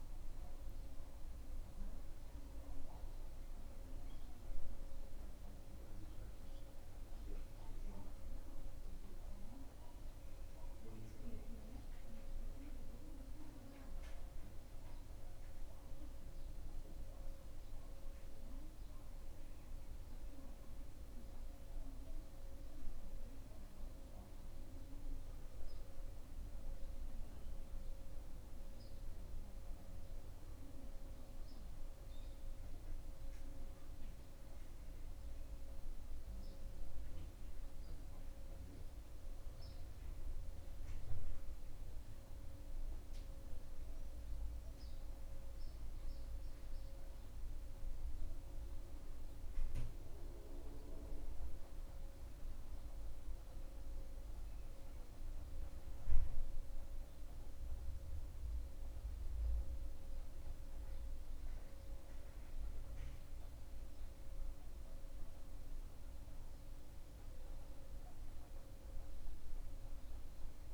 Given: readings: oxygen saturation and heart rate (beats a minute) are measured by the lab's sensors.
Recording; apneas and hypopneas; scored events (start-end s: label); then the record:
breathing in sleep, hard to hear, by a room microphone; none
none scored
From the record:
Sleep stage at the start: N2 (light sleep); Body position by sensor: on the back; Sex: male